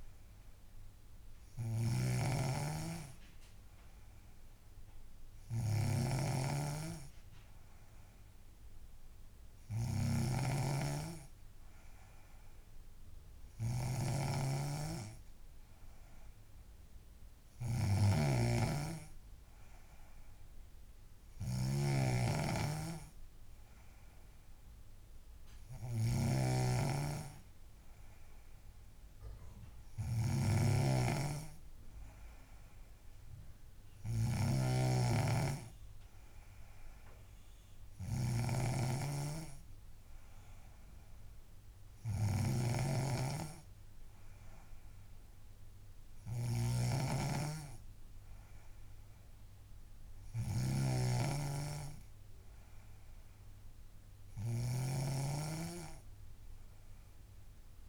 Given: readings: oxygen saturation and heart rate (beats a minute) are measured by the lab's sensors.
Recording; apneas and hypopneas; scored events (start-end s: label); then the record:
breathing in sleep by a room microphone; none
0.00-57.89 s: snoring (device-marked)
From the record:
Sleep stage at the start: N3 (deep sleep); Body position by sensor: on the back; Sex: female